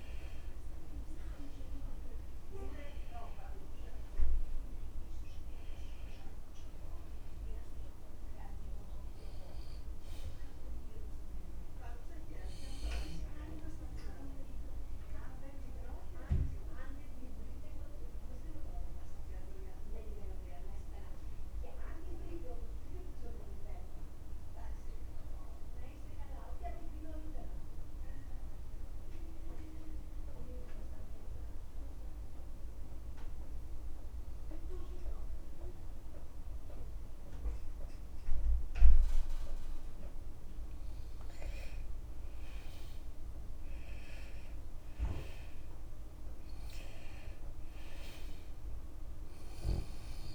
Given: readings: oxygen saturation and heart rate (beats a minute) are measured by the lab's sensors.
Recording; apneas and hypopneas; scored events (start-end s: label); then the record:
breathing in sleep by a room microphone; 1
0.00-32.50 s: oxygen desaturation (device-marked, oxygen 81% lowest, heart rate 46 extreme)
17.50-41.50 s: mixed apnea (oxygen 91% before, 81% lowest, heart rate 57 before, 46 extreme, up 11 after)
37.50-39.50 s: long interval between heartbeats (device-marked, heart rate 53 before, 59 extreme)
43.50-45.50 s: long interval between heartbeats (device-marked, heart rate 55 before, 56 extreme)
43.50-46.50 s: arousal
45.50-50.35 s: oxygen desaturation (device-marked, oxygen 98% before, 89% lowest, heart rate 56 before, 36 extreme)
From the record:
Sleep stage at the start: N2 (light sleep); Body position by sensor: on the left side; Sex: male